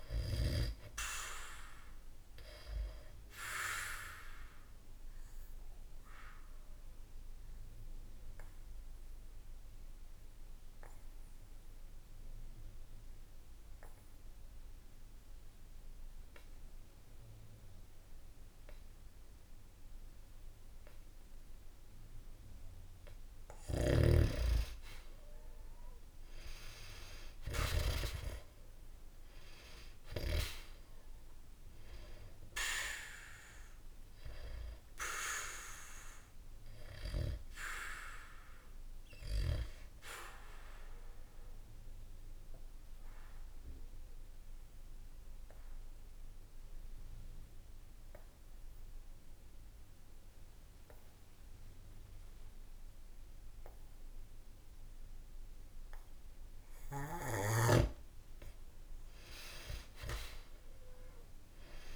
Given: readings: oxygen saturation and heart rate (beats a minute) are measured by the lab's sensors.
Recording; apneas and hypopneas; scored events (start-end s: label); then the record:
breathing in sleep by a room microphone; 2
1.50-23.50 s: oxygen desaturation (device-marked, oxygen 97% before, 91% lowest, heart rate 66 before, 64 extreme)
2.50-22.00 s: obstructive apnea (oxygen 97% before, 91% lowest, heart rate 66 before, 64 extreme, up 0 after)
23.50-27.50 s: snoring (device-marked)
24.00-29.00 s: arousal
35.50-57.50 s: obstructive apnea (oxygen 97% before, 91% lowest, heart rate 66 before, 66 extreme, up 0 after)
37.50-52.50 s: oxygen desaturation (device-marked, oxygen 97% before, 91% lowest, heart rate 65 before, 66 extreme)
59.50-61.95 s: arousal
From the record:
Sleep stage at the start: N2 (light sleep); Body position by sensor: on the back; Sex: male